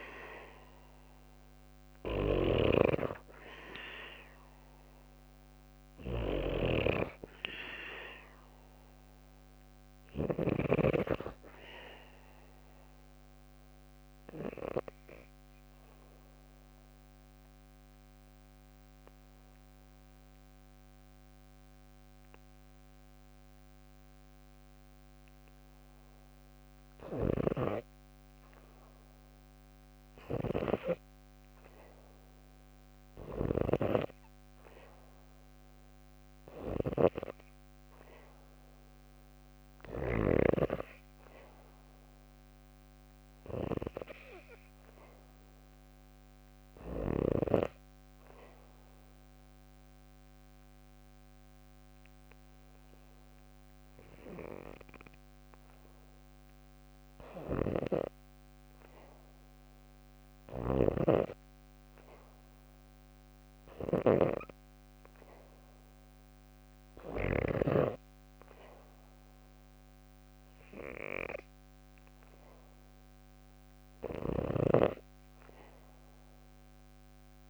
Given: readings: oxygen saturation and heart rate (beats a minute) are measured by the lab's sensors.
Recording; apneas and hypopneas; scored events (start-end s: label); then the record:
breathing in sleep by a microphone on the trachea; 2
0.00-9.50 s: snoring (device-marked)
0.00-19.00 s: oxygen desaturation (device-marked, oxygen 82% lowest, heart rate 58 extreme)
14.00-26.00 s: obstructive apnea (oxygen 96% before, 84% lowest, heart rate 61 before, 58 extreme, up 1 after)
29.50-32.50 s: arousal
41.00-53.00 s: oxygen desaturation (device-marked, oxygen 96% before, 88% lowest, heart rate 59 before, 61 extreme)
47.00-57.50 s: obstructive apnea (oxygen 96% before, 86% lowest, heart rate 60 before, 61 extreme, up 1 after)
59.50-63.00 s: arousal
59.50-67.00 s: snoring (device-marked)
68.00-77.50 s: oxygen desaturation (device-marked, oxygen 91% before, 86% lowest, heart rate 61 before, 60 extreme)
From the record:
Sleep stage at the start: N2 (light sleep); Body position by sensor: on the back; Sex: female